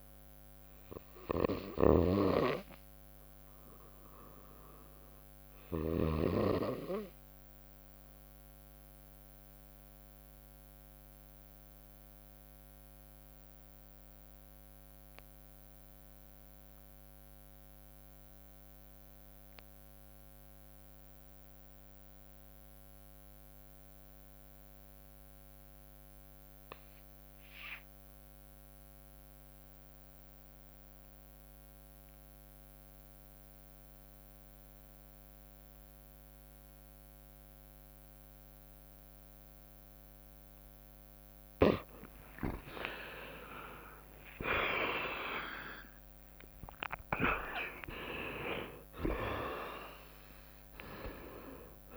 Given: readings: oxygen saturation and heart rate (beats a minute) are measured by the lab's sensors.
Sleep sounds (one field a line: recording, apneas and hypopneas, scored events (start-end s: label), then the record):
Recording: breathing in sleep by a microphone on the trachea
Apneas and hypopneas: 1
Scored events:
0.00-5.00 s: oxygen desaturation (device-marked, oxygen 91% lowest, heart rate 61 extreme)
1.00-40.50 s: obstructive apnea (oxygen 97% before, 79% lowest, heart rate 61 before, 61 extreme, up 47 after)
8.00-18.00 s: drop in pulse transit time (device-marked, heart rate 62 before, 61 extreme)
41.00-51.97 s: oxygen desaturation (device-marked, oxygen 91% before, 79% lowest, heart rate 62 before, 61 extreme)
42.00-44.00 s: long interval between heartbeats (device-marked, heart rate 62 before, 81 extreme)
42.00-45.00 s: tachycardia (device-marked, heart rate 63 before, 97 extreme)
42.00-46.00 s: arousal
44.00-51.97 s: drop in pulse transit time (device-marked, heart rate 65 before, 78 extreme)
From the record:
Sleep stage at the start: REM sleep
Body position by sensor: on the right side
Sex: female